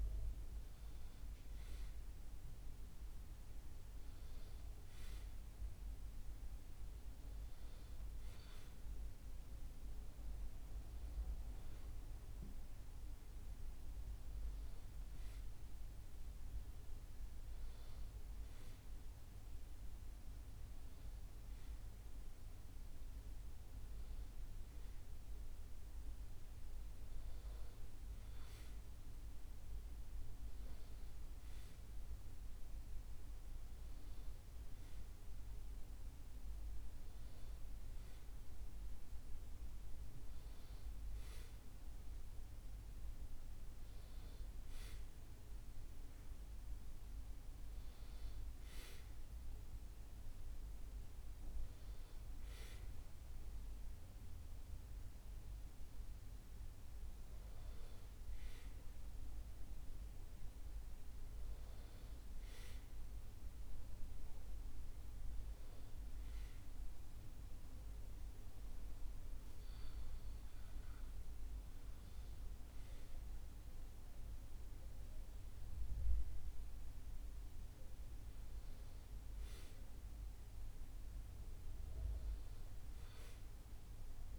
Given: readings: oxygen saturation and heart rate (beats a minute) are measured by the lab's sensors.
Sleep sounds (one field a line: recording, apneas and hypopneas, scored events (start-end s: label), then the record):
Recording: breathing in sleep, hard to hear, by a room microphone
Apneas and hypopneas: none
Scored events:
none scored
From the record:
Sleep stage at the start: N1 (lightest sleep)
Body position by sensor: on the back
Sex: male